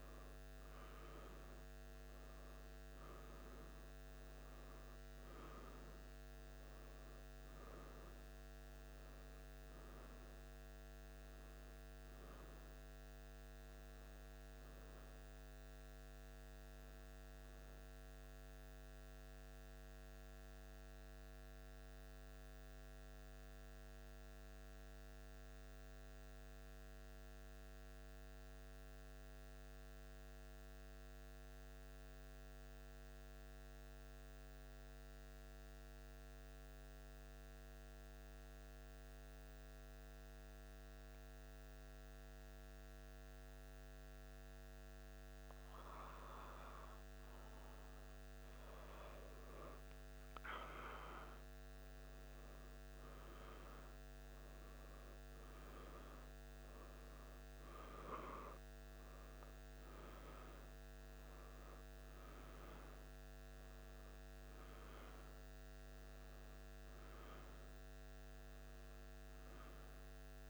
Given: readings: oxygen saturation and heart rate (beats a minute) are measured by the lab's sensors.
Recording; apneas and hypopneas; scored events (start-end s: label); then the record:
breathing in sleep, hard to hear, by a microphone on the trachea; 1
17.50-47.50 s: new sleep stage, N2 (light sleep)
18.00-45.50 s: central apnea (oxygen 98% before, 92% lowest, heart rate 78 before, 77 extreme, up 1 after)
46.50-51.50 s: oxygen desaturation (device-marked, oxygen 97% before, 96% lowest, heart rate 77 before, 78 extreme)
47.50-70.49 s: new sleep stage, N1 (lightest sleep)
48.50-54.00 s: arousal
From the record:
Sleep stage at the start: N1 (lightest sleep); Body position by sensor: on the back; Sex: male